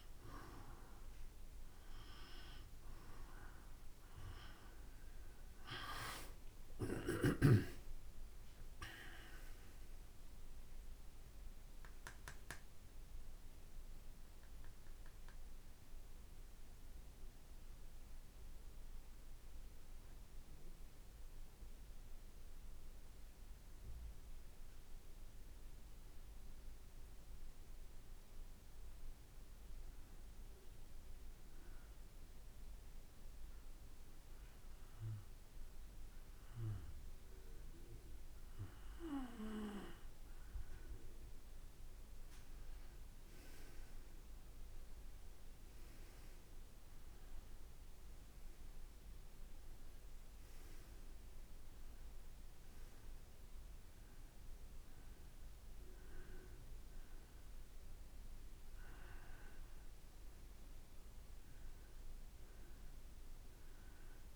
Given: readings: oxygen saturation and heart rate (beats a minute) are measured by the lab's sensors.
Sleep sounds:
breathing in sleep by a room microphone; 1
6.00-18.00 s: drop in pulse transit time (device-marked, heart rate 58 before, 56 extreme)
8.00-12.00 s: arousal
26.00-40.00 s: hypopnea (oxygen 95% before, 88% lowest, heart rate 57 before, 56 extreme, up 5 after)
41.00-64.36 s: oxygen desaturation (device-marked, oxygen 96% before, 88% lowest, heart rate 56 before, 56 extreme)
43.00-46.00 s: arousal
From the record:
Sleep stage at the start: N2 (light sleep); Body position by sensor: on the back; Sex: male

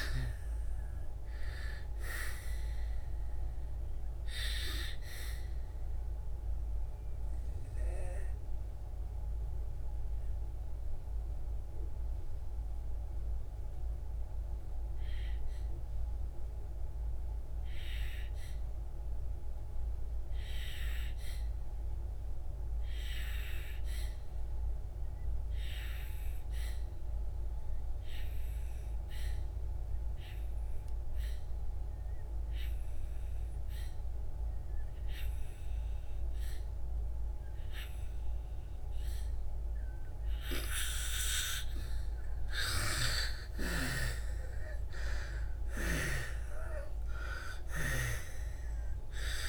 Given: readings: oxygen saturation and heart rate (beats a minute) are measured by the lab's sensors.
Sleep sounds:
breathing in sleep by a room microphone; 1
0.00-26.00 s: oxygen desaturation (device-marked, oxygen 74% lowest, heart rate 58 extreme)
5.00-41.50 s: mixed apnea (oxygen 98% before, 74% lowest, heart rate 69 before, 58 extreme, up 23 after)
31.00-49.49 s: oxygen desaturation (device-marked, oxygen 98% before, 77% lowest, heart rate 62 before, 26 extreme)
42.50-46.50 s: arousal
From the record:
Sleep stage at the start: N2 (light sleep); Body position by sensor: on the back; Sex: female

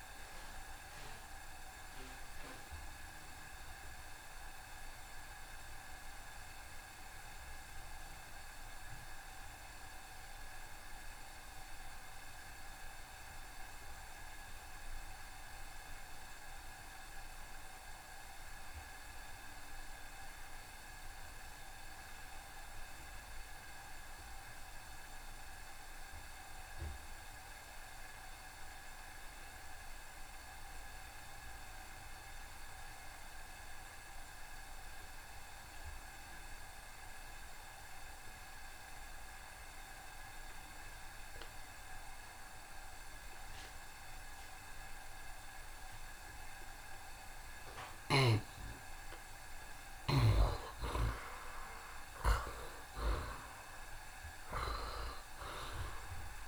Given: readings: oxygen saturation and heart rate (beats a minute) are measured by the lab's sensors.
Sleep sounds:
breathing in sleep by a room microphone; 1
0.00-13.00 s: oxygen desaturation (device-marked, oxygen 69% lowest, heart rate 69 extreme)
3.00-48.00 s: obstructive apnea (oxygen 75% before, 64% lowest, heart rate 74 before, 69 extreme, up 3 after)
18.00-56.48 s: oxygen desaturation (device-marked, oxygen 90% before, 64% lowest, heart rate 72 before, 69 extreme)
49.50-55.00 s: arousal
From the record:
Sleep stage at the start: N2 (light sleep); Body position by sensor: on the right side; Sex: male

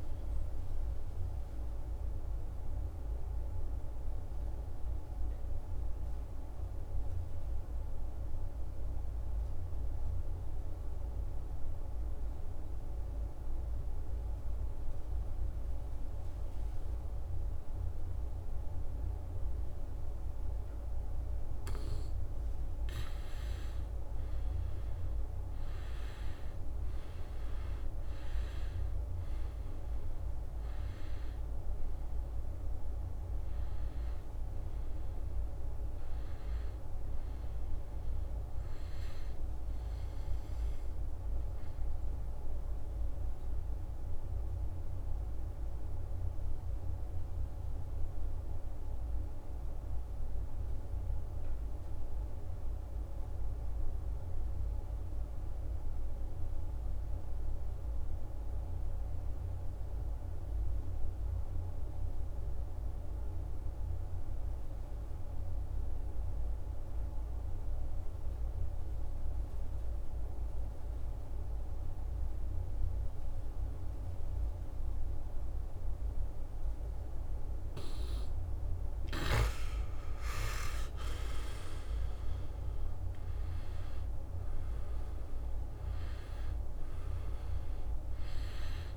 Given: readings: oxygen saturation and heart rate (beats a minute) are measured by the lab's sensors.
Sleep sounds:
breathing in sleep, hard to hear, by a room microphone; 2
0.00-1.50 s: oxygen desaturation (device-marked, oxygen 88% lowest, heart rate 64 extreme)
0.50-20.50 s: obstructive apnea (oxygen 96% before, 87% lowest, heart rate 70 before, 64 extreme, up 5 after)
22.50-27.50 s: arousal
23.50-59.50 s: oxygen desaturation (device-marked, oxygen 96% before, 87% lowest, heart rate 65 before, 64 extreme)
41.50-76.00 s: mixed apnea (oxygen 96% before, 85% lowest, heart rate 70 before, 64 extreme, up 6 after)
73.50-88.97 s: oxygen desaturation (device-marked, oxygen 98% before, 85% lowest, heart rate 65 before, 64 extreme)
79.00-83.00 s: arousal
From the record:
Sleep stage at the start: N2 (light sleep); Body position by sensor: on the back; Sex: male

